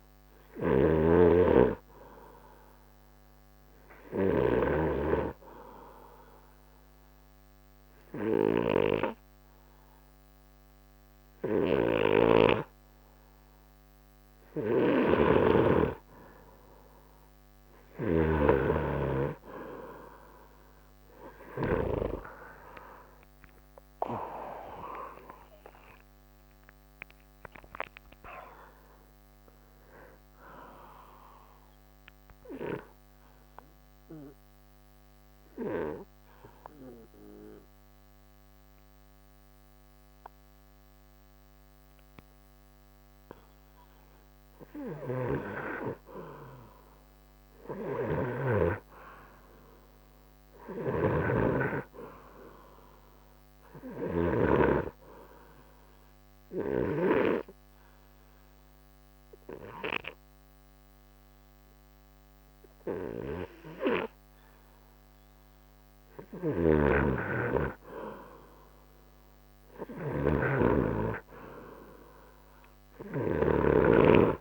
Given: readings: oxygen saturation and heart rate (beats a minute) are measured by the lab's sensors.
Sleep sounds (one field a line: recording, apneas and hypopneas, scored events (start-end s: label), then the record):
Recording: breathing in sleep by a microphone on the trachea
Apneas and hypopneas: 3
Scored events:
0.00-22.00 s: snoring (device-marked)
6.00-16.50 s: obstructive apnea (oxygen 95% before, 87% lowest, heart rate 81 before, 55 extreme)
22.00-41.00 s: oxygen desaturation (device-marked, oxygen 93% before, 87% lowest)
24.00-28.50 s: arousal
32.00-44.50 s: obstructive apnea (oxygen 93% before, 87% lowest)
45.00-57.50 s: snoring (device-marked)
46.00-49.00 s: arousal
54.00-69.00 s: oxygen desaturation (device-marked, oxygen 96% before, 90% lowest, heart rate 73 before, 45 extreme)
57.00-67.00 s: obstructive apnea (oxygen 96% before, 89% lowest, heart rate 60 before, 45 extreme, up 23 after)
66.50-73.50 s: snoring (device-marked)
68.50-71.50 s: arousal
From the record:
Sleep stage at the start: N2 (light sleep)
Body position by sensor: on the back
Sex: male